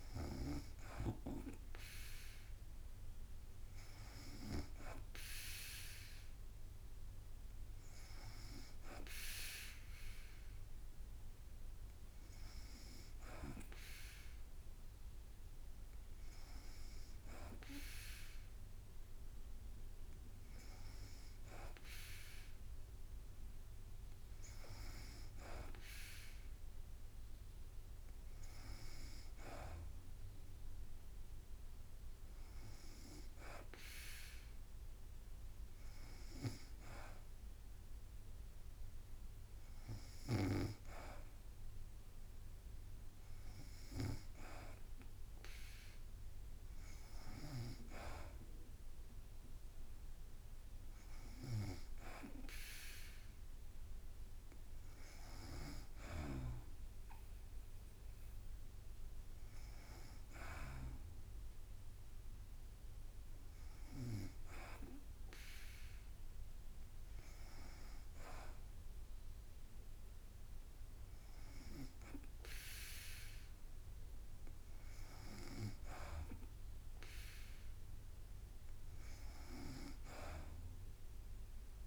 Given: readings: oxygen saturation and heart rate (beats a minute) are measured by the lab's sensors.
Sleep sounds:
breathing in sleep by a room microphone; none
none scored
From the record:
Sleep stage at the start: N2 (light sleep); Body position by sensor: on the back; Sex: female

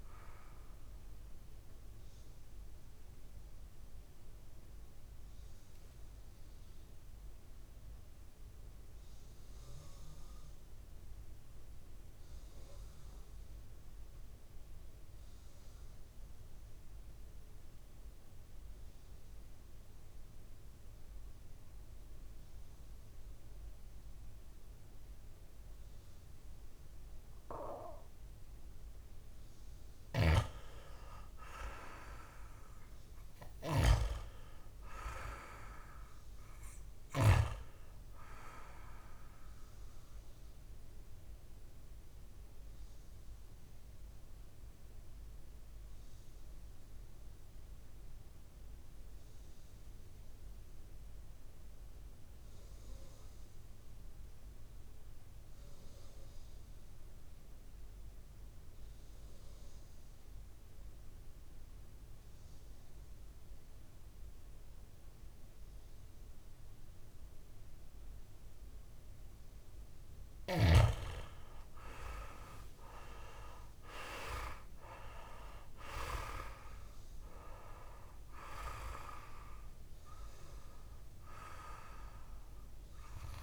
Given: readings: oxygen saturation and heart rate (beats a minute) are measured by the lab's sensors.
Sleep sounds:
breathing in sleep by a room microphone; 2
0.00-6.00 s: oxygen desaturation (device-marked, oxygen 87% lowest, heart rate 53 extreme)
3.50-28.50 s: mixed apnea (oxygen 98% before, 88% lowest, heart rate 70 before, 53 extreme, up 6 after)
8.00-20.00 s: oxygen desaturation (device-marked, oxygen 93% before, 88% lowest, heart rate 69 before, 53 extreme)
31.00-34.50 s: arousal
33.00-53.00 s: oxygen desaturation (device-marked, oxygen 100% before, 92% lowest, heart rate 57 before, 58 extreme)
40.00-69.50 s: mixed apnea (oxygen 100% before, 89% lowest, heart rate 59 before, 56 extreme, up 6 after)
68.00-83.43 s: oxygen desaturation (device-marked, oxygen 99% before, 89% lowest, heart rate 60 before, 56 extreme)
72.00-76.00 s: arousal
From the record:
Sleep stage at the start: N2 (light sleep); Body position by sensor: on the back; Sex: male

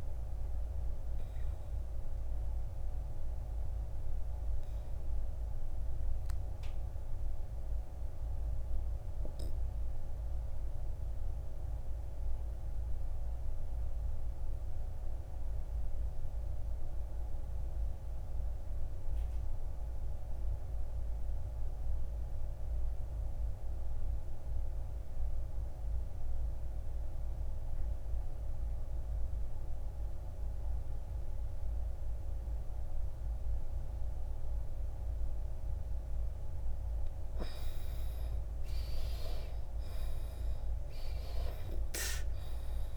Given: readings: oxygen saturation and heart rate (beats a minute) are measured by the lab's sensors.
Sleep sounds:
breathing in sleep, hard to hear, by a room microphone; 1
0.00-21.50 s: oxygen desaturation (device-marked, oxygen 78% lowest, heart rate 55 extreme)
2.50-37.00 s: obstructive apnea (oxygen 99% before, 71% lowest, heart rate 66 before, 54 extreme, up 11 after)
34.50-42.97 s: oxygen desaturation (device-marked, oxygen 99% before, 71% lowest, heart rate 60 before, 54 extreme)
39.00-42.97 s: arousal
From the record:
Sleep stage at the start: N2 (light sleep); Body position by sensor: on the back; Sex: male

